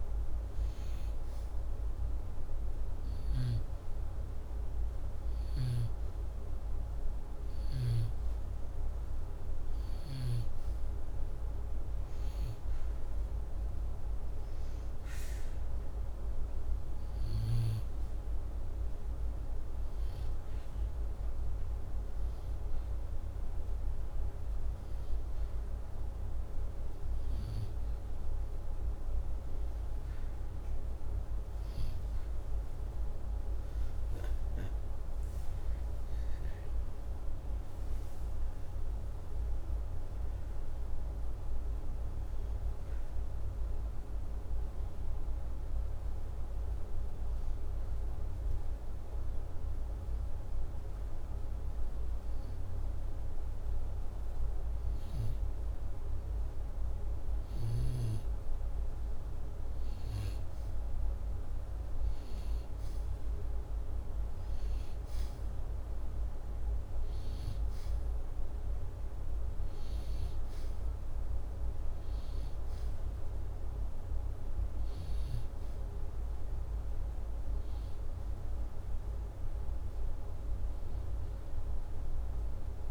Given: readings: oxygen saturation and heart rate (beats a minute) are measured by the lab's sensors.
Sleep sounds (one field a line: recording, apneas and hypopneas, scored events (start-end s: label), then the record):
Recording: breathing in sleep, hard to hear, by a room microphone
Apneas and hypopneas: 1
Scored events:
35.50-40.50 s: arousal
45.00-55.00 s: hypopnea (oxygen 96% before, 93% lowest, heart rate 87 before, 82 extreme, up 1 after)
57.50-60.50 s: arousal
65.50-82.91 s: oxygen desaturation (device-marked, oxygen 96% before, 93% lowest, heart rate 84 before, 83 extreme)
From the record:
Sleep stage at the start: N2 (light sleep)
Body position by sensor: upright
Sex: male